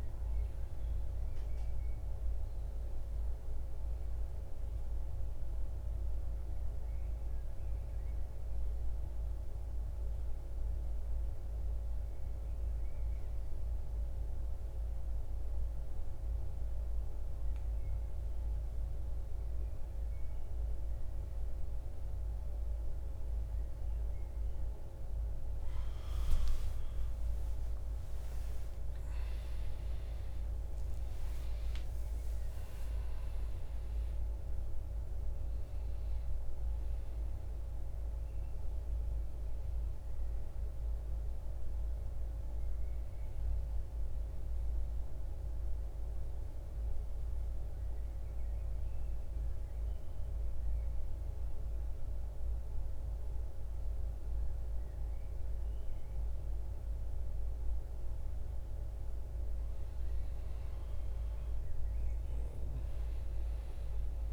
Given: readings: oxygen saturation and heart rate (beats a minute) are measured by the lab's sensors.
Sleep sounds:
breathing in sleep, hard to hear, by a room microphone; 2
5.50-24.00 s: central apnea (oxygen 97% before, 87% lowest, heart rate 56 before, 53 extreme, up 26 after)
6.50-17.50 s: oxygen desaturation (device-marked, oxygen 97% before, 92% lowest, heart rate 56 before, 53 extreme)
26.00-32.50 s: arousal
31.50-52.50 s: oxygen desaturation (device-marked, oxygen 96% before, 87% lowest, heart rate 59 before, 50 extreme)
45.00-57.50 s: central apnea (oxygen 96% before, 84% lowest, heart rate 69 before, 50 extreme, up 8 after)
59.50-63.50 s: arousal
From the record:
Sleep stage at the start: N2 (light sleep); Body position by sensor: on the back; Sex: male

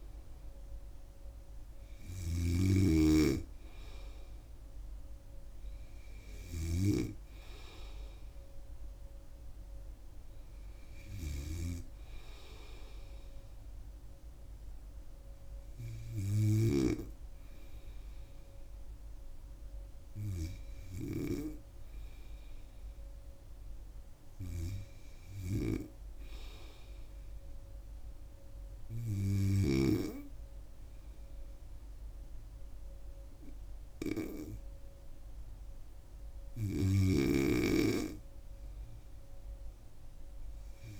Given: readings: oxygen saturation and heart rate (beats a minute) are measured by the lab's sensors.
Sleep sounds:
breathing in sleep by a room microphone; none
0.00-17.50 s: oxygen desaturation (device-marked, oxygen 93% lowest, heart rate 75 extreme)
2.00-7.00 s: snoring (device-marked)
37.00-41.00 s: snoring (device-marked)
From the record:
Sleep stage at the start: N2 (light sleep); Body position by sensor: on the right side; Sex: female

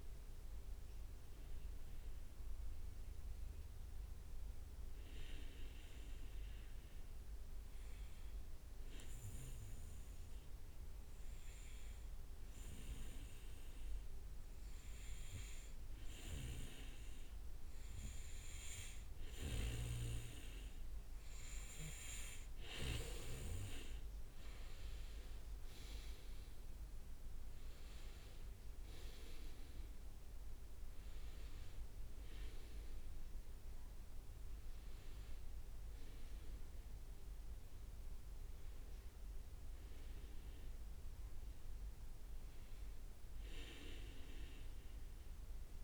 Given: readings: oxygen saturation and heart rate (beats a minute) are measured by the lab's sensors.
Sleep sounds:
breathing in sleep by a room microphone; 1
1.50-18.00 s: hypopnea (oxygen 98% before, 94% lowest, heart rate 69 before, 61 extreme, up 1 after)
19.00-36.00 s: oxygen desaturation (device-marked, oxygen 99% before, 94% lowest, heart rate 66 before, 61 extreme)
25.00-30.00 s: arousal
From the record:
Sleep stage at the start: N2 (light sleep); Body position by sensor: on the back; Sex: male

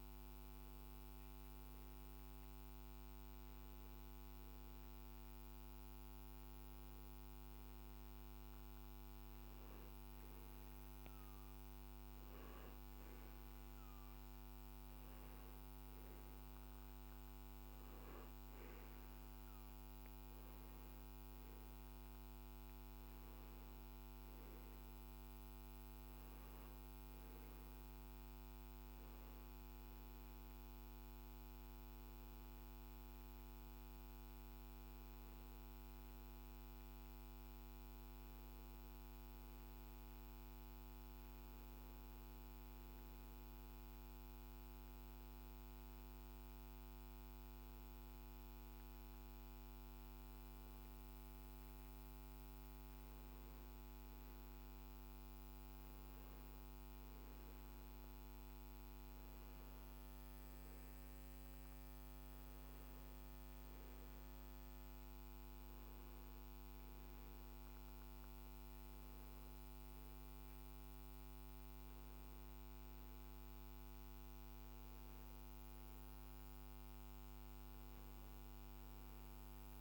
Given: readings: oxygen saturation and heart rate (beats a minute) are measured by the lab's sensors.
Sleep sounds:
breathing in sleep, hard to hear, by a microphone on the trachea; none
none scored
From the record:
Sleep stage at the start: N2 (light sleep); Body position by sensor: on the back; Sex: male

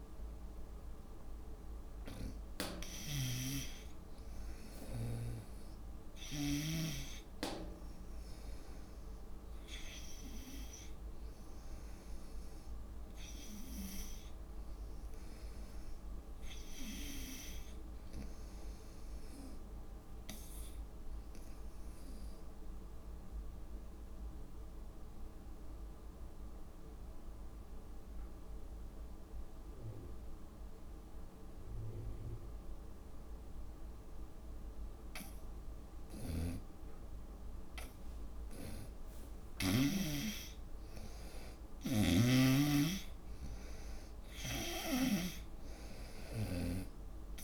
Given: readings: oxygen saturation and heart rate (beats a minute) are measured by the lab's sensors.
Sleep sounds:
breathing in sleep by a room microphone; 1
0.00-6.50 s: oxygen desaturation (device-marked, oxygen 89% lowest, heart rate 70 extreme)
3.00-7.00 s: snoring (device-marked)
6.00-8.00 s: long interval between heartbeats (device-marked, heart rate 76 before, 82 extreme)
16.00-18.00 s: long interval between heartbeats (device-marked, heart rate 76 before, 79 extreme)
16.00-19.50 s: arousal
22.50-36.00 s: obstructive apnea (oxygen 95% before, 85% lowest, heart rate 78 before, 69 extreme, up 14 after)
36.00-40.00 s: snoring (device-marked)
38.50-42.50 s: arousal
38.50-47.44 s: oxygen desaturation (device-marked, oxygen 95% before, 85% lowest, heart rate 72 before, 72 extreme)
40.00-42.00 s: long interval between heartbeats (device-marked, heart rate 72 before, 81 extreme)
42.00-45.50 s: snoring (device-marked)
From the record:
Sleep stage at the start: N2 (light sleep); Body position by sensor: on the front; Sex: female

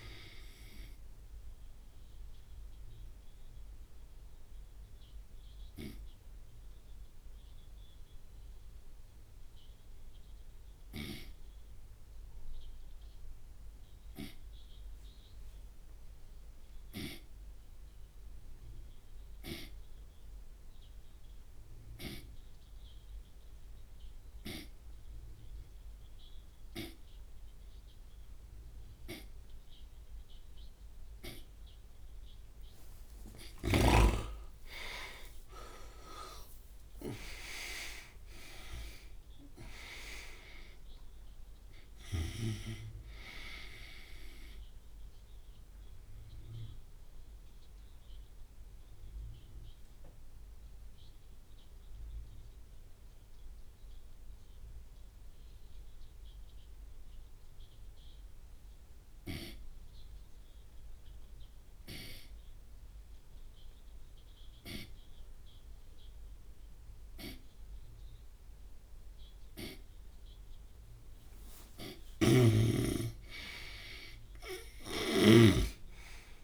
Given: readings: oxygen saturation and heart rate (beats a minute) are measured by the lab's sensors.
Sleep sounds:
breathing in sleep by a room microphone; 2
2.50-32.00 s: obstructive apnea (oxygen 98% before, 88% lowest)
14.00-24.00 s: oxygen desaturation (device-marked, oxygen 94% before, 88% lowest)
34.00-39.00 s: arousal
40.00-49.00 s: oxygen desaturation (device-marked, oxygen 98% before, 94% lowest)
47.50-70.50 s: obstructive apnea (oxygen 99% before, 87% lowest)
59.00-69.00 s: oxygen desaturation (device-marked, oxygen 95% before, 89% lowest)
72.00-75.50 s: arousal
72.00-76.44 s: snoring (device-marked)
From the record:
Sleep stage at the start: N2 (light sleep); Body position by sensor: on the right side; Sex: male

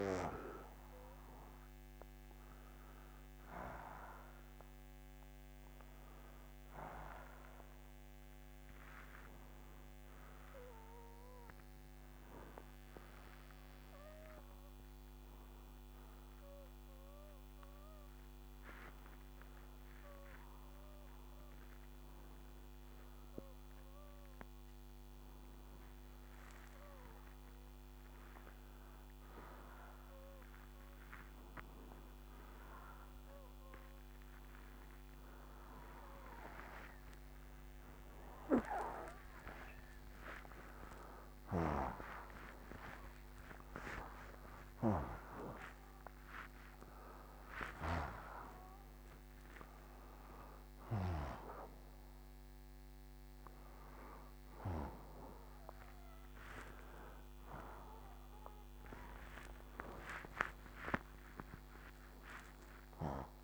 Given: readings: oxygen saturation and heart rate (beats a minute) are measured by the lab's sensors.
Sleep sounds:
a person awake in a sleep study, by a microphone on the trachea; none
32.50-63.44 s: oxygen desaturation (device-marked, oxygen 97% before, 86% lowest, heart rate 132 before, 58 extreme)
From the record:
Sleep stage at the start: awake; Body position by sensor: upright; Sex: male

